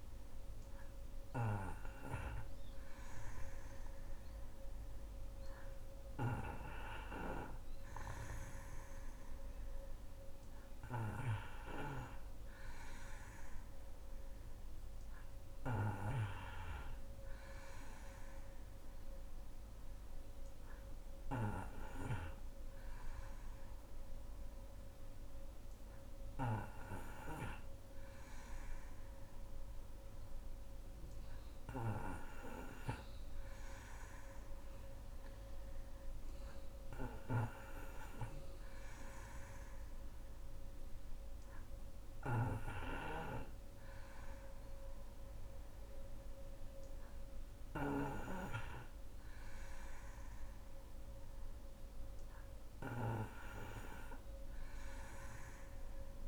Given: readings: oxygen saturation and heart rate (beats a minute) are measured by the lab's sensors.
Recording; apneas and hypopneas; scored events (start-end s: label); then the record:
breathing in sleep by a room microphone; none
none scored
From the record:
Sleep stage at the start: N2 (light sleep); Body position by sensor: on the back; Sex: female